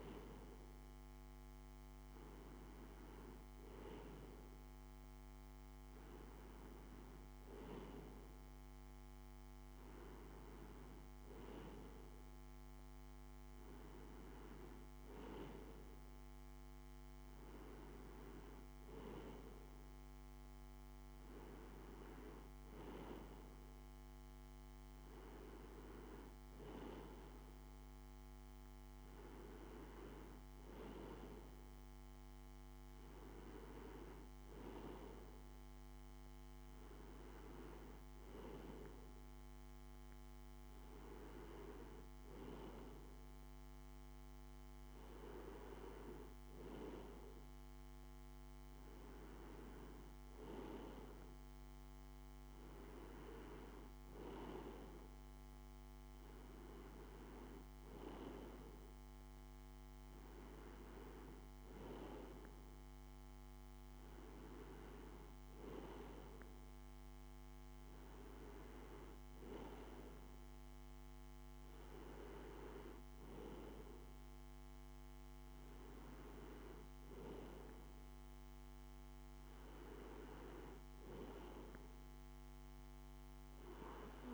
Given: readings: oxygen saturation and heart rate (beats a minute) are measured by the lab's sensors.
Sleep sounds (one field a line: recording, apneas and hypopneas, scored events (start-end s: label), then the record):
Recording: breathing in sleep by a microphone on the trachea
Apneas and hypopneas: none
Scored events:
none scored
From the record:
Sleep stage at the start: N2 (light sleep)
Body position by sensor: on the right side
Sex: male